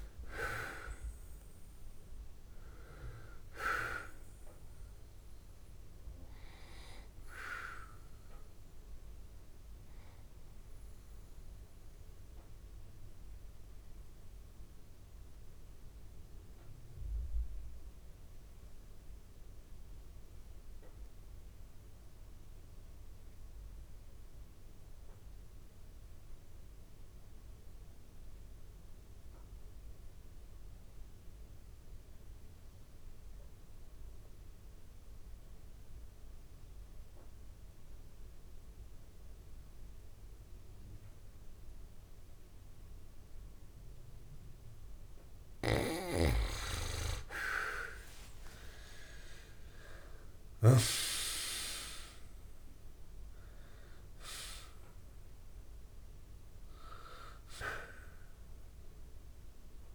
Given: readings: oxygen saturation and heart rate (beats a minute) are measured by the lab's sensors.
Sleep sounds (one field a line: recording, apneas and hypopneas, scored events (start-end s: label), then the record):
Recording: breathing in sleep by a room microphone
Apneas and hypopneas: 1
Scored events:
0.00-21.50 s: oxygen desaturation (device-marked, oxygen 83% lowest, heart rate 65 extreme)
9.50-42.00 s: obstructive apnea (oxygen 98% before, 80% lowest, heart rate 77 before, 65 extreme, up 51 after)
33.50-59.95 s: oxygen desaturation (device-marked, oxygen 99% before, 80% lowest, heart rate 65 before, 65 extreme)
46.50-51.00 s: arousal
From the record:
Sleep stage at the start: N2 (light sleep)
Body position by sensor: on the back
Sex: male